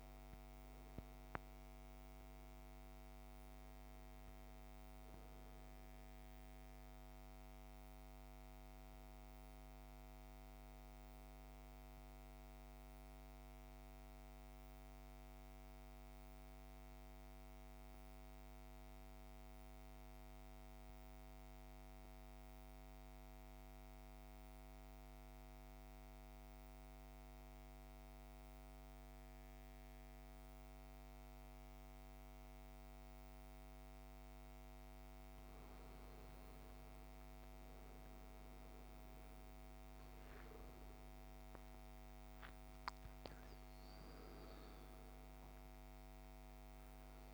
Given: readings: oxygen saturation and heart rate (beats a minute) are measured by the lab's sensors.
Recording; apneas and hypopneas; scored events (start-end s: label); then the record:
breathing in sleep, hard to hear, by a microphone on the trachea; 1
0.00-23.50 s: oxygen desaturation (device-marked, oxygen 87% lowest, heart rate 56 extreme)
11.00-34.50 s: central apnea (oxygen 99% before, 86% lowest, heart rate 63 before, 56 extreme, up 10 after)
35.50-47.34 s: oxygen desaturation (device-marked, oxygen 99% before, 86% lowest, heart rate 58 before, 56 extreme)
From the record:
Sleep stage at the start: N2 (light sleep); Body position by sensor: on the back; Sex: male